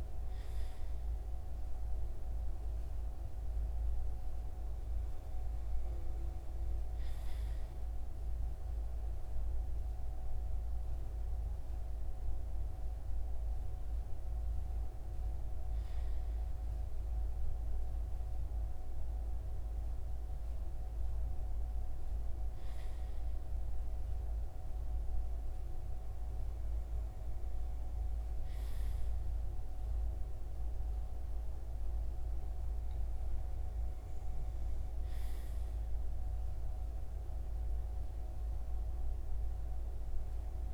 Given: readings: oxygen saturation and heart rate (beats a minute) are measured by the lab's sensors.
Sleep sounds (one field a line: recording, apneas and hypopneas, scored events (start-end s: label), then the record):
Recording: breathing in sleep, hard to hear, by a room microphone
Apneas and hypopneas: none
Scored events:
none scored
From the record:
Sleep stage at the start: REM sleep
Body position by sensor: on the front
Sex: male